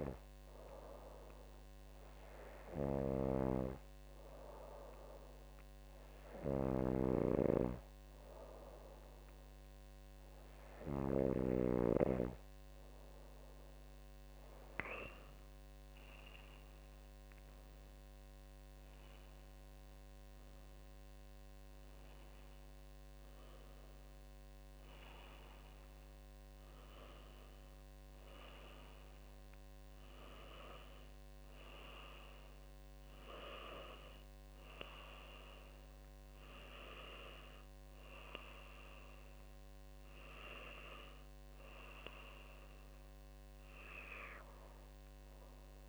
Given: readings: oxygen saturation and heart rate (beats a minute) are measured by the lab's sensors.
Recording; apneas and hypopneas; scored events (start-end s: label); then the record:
breathing in sleep by a microphone on the trachea; none
none scored
From the record:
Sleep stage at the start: N2 (light sleep); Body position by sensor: on the back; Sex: female